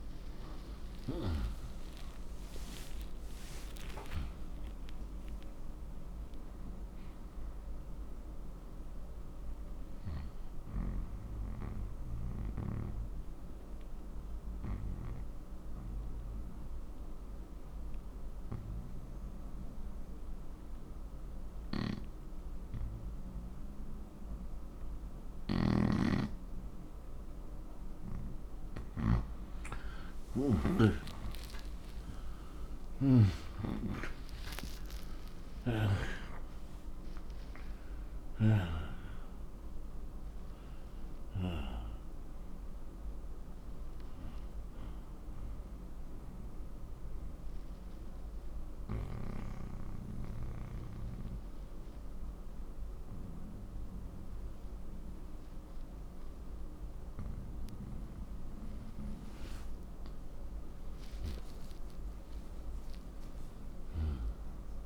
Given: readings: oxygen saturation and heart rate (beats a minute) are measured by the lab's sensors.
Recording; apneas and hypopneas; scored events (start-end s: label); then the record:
breathing in sleep by a room microphone; 2
0.00-2.00 s: arousal
7.00-20.00 s: oxygen desaturation (device-marked, oxygen 96% before, 93% lowest, heart rate 70 before, 56 extreme)
9.50-27.50 s: obstructive apnea (oxygen 97% before, 87% lowest, heart rate 71 before, 26 extreme, up 33 after)
32.00-35.50 s: arousal
32.00-55.00 s: oxygen desaturation (device-marked, oxygen 95% before, 87% lowest)
46.50-59.50 s: obstructive apnea (oxygen 95% before, 82% lowest)
61.50-64.86 s: arousal
From the record:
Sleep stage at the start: N2 (light sleep); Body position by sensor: on the back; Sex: male